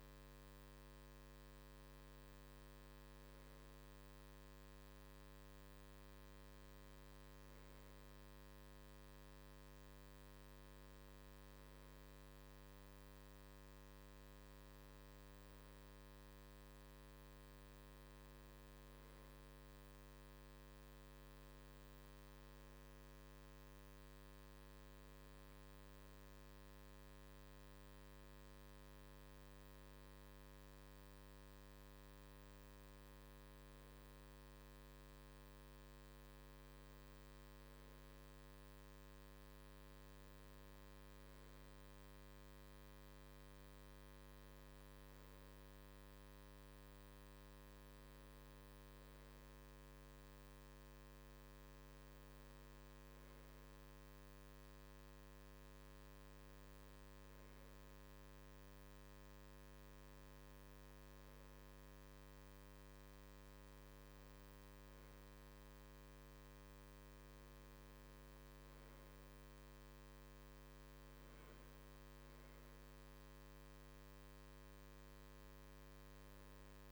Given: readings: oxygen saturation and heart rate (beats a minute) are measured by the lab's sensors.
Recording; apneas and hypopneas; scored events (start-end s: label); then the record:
breathing in sleep, hard to hear, by a microphone on the trachea; none
none scored
From the record:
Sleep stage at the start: N2 (light sleep); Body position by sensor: on the right side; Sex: male